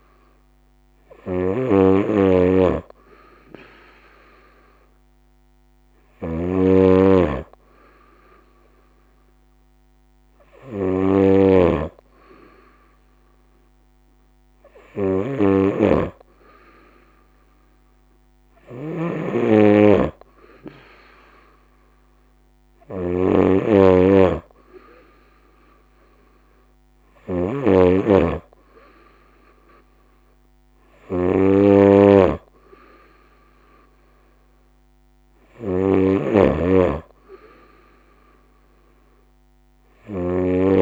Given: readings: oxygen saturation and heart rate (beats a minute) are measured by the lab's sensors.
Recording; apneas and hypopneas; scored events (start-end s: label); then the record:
breathing in sleep by a microphone on the trachea; none
0.00-40.82 s: snoring (device-marked)
From the record:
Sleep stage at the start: N2 (light sleep); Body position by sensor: on the right side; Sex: female